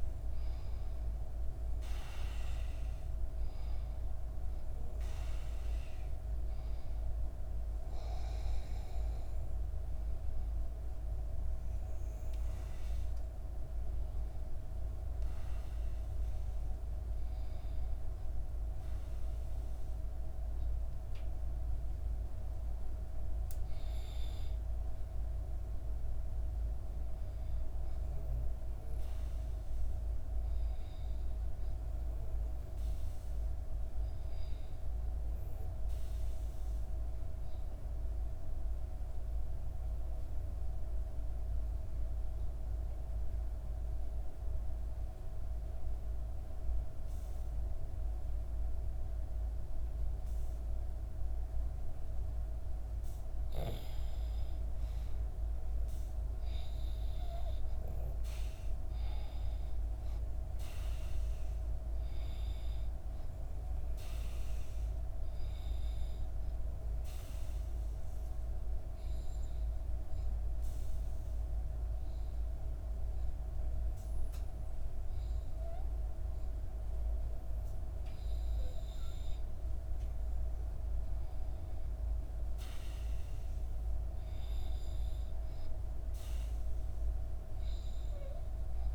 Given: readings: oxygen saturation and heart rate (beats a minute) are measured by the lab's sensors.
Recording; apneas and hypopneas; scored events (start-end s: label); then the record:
breathing in sleep, hard to hear, by a room microphone; 3
0.00-19.50 s: oxygen desaturation (device-marked, oxygen 88% lowest, heart rate 58 extreme)
12.00-23.00 s: hypopnea (oxygen 95% before, 88% lowest, heart rate 63 before, 58 extreme, up 5 after)
25.50-29.00 s: arousal
36.00-52.00 s: obstructive apnea (oxygen 98% before, 90% lowest, heart rate 62 before, 59 extreme, up 4 after)
51.50-80.50 s: oxygen desaturation (device-marked, oxygen 96% before, 90% lowest, heart rate 60 before, 59 extreme)
58.00-62.00 s: arousal
67.00-79.00 s: obstructive apnea (oxygen 97% before, 90% lowest, heart rate 61 before, 59 extreme, up 3 after)
82.00-85.00 s: arousal
From the record:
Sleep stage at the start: N2 (light sleep); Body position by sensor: on the back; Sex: female